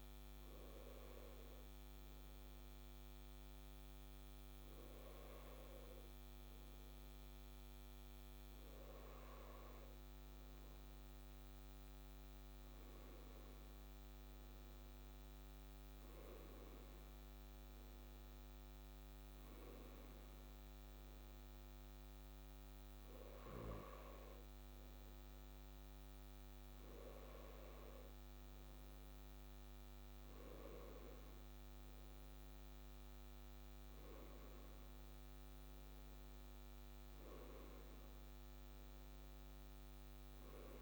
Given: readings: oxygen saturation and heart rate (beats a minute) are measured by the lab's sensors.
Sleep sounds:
breathing in sleep, hard to hear, by a microphone on the trachea; none
none scored
From the record:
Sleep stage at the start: N2 (light sleep); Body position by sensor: on the left side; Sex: male

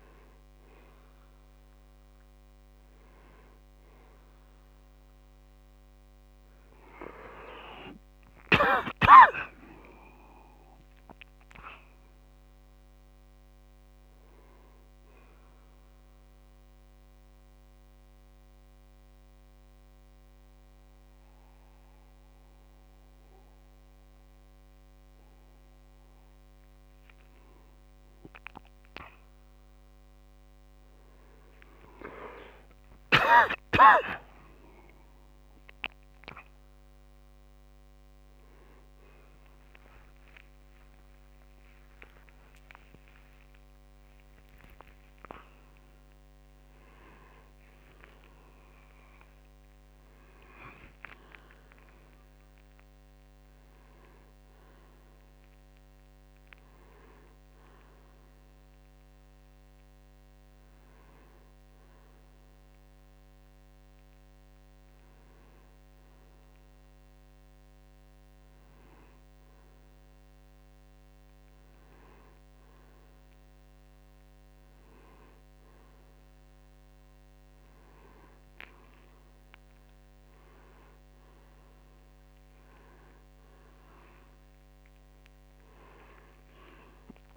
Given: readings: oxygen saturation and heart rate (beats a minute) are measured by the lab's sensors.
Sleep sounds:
a person awake in a sleep study, by a microphone on the trachea; none
8.00-87.37 s: new sleep stage, awake
75.00-87.37 s: oxygen desaturation (device-marked, oxygen 97% before, 91% lowest)
From the record:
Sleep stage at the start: N1 (lightest sleep); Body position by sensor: on the right side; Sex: male

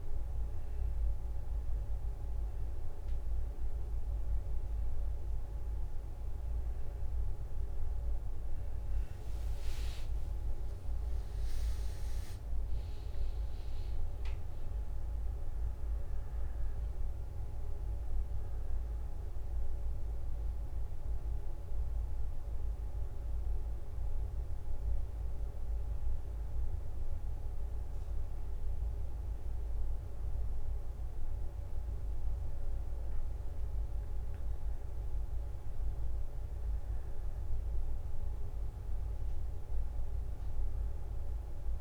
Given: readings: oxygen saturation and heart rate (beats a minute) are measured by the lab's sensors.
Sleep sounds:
a person awake in a sleep study, hard to hear, by a room microphone; none
9.00-17.50 s: leg movement (device-marked)
33.50-35.50 s: leg movement (device-marked)
From the record:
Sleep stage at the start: awake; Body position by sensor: on the back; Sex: female

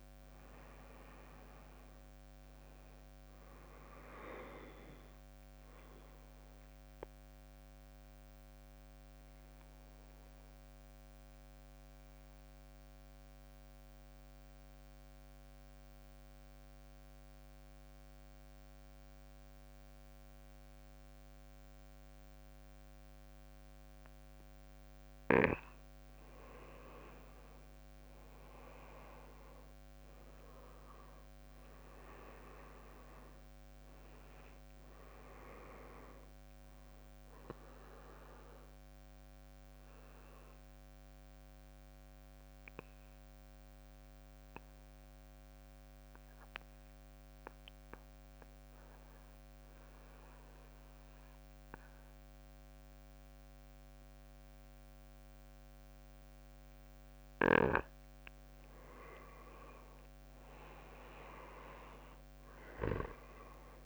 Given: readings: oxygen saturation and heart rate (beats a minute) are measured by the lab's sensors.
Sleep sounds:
breathing in sleep by a microphone on the trachea; 2
0.00-6.00 s: drop in pulse transit time (device-marked, heart rate 60 extreme)
0.00-14.00 s: oxygen desaturation (device-marked, oxygen 90% lowest, heart rate 54 extreme)
6.00-25.50 s: mixed apnea (oxygen 98% before, 90% lowest, heart rate 66 before, 55 extreme, up 9 after)
26.00-48.00 s: oxygen desaturation (device-marked, oxygen 99% before, 92% lowest, heart rate 59 before, 56 extreme)
27.00-31.50 s: arousal
38.00-56.50 s: mixed apnea (oxygen 99% before, 92% lowest, heart rate 65 before, 54 extreme, up 10 after)
59.00-62.50 s: arousal
From the record:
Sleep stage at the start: N2 (light sleep); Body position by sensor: on the back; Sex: male

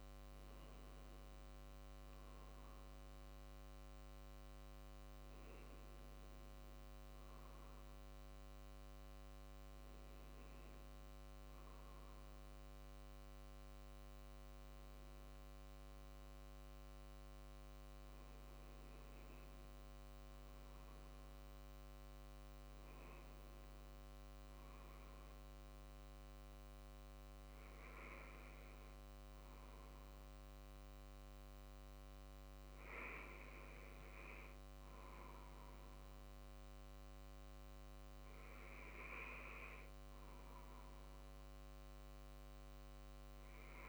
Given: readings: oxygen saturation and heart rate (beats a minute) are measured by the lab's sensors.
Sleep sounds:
breathing in sleep, hard to hear, by a microphone on the trachea; none
15.50-20.00 s: arousal
From the record:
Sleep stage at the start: N2 (light sleep); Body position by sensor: on the back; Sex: male

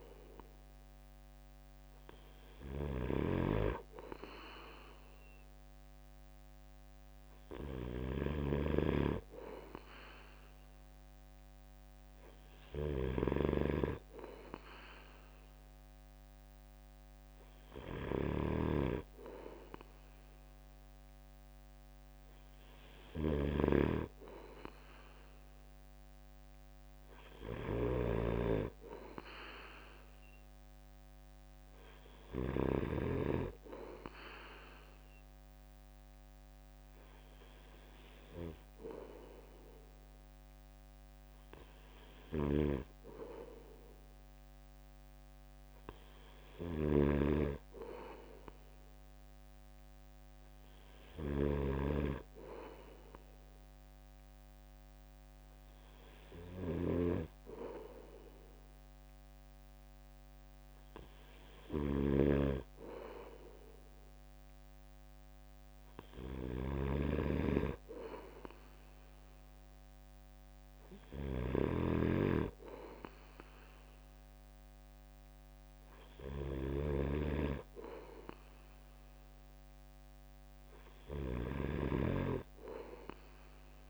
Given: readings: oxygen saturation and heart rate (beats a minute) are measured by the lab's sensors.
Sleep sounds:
breathing in sleep by a microphone on the trachea; none
2.50-32.50 s: snoring (device-marked)
42.00-83.89 s: snoring (device-marked)
From the record:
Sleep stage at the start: N3 (deep sleep); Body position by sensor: on the right side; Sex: male

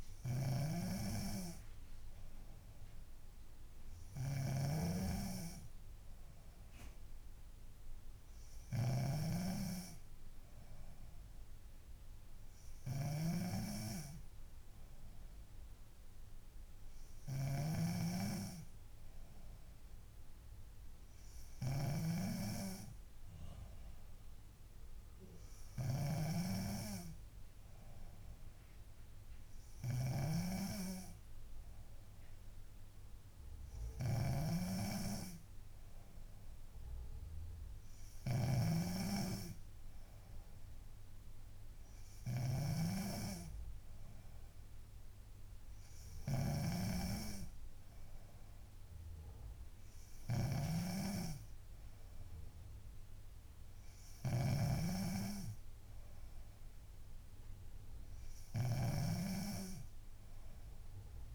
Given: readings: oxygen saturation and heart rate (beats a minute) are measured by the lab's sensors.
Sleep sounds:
breathing in sleep by a room microphone; none
0.00-9.50 s: snoring (device-marked)
17.50-55.00 s: snoring (device-marked)
From the record:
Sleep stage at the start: N3 (deep sleep); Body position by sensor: on the back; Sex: female

